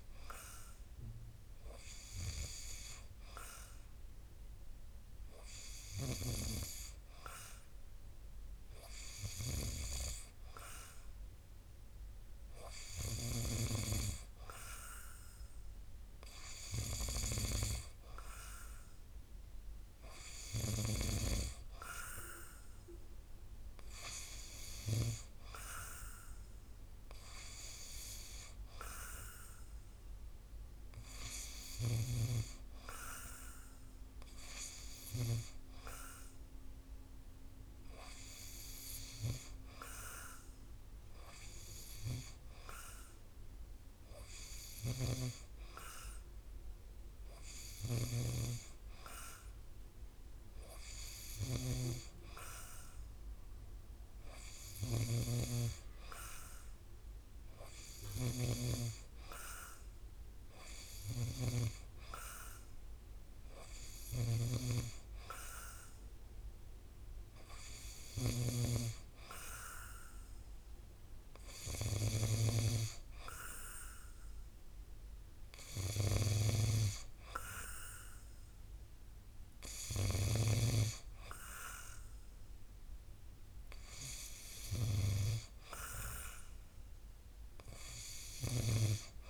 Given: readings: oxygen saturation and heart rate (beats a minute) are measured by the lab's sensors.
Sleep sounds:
breathing in sleep by a room microphone; none
44.50-48.00 s: snoring (device-marked)
55.00-68.50 s: snoring (device-marked)
From the record:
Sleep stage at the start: N2 (light sleep); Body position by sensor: on the back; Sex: male

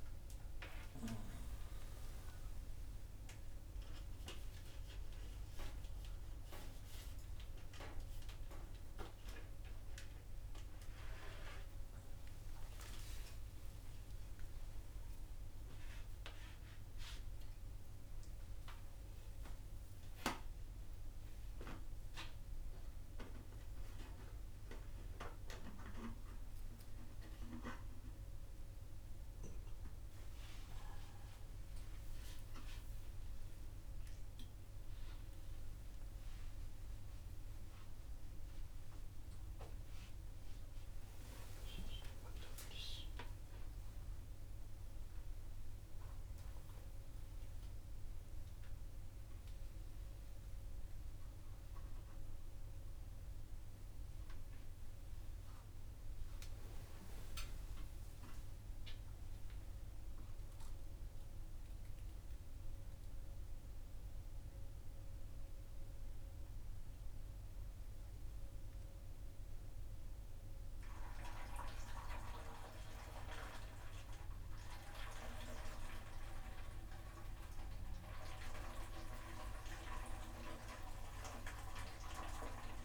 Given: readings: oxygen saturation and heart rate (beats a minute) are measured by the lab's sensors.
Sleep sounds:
a person awake in a sleep study, by a room microphone; none
none scored
From the record:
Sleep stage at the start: awake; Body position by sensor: upright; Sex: male

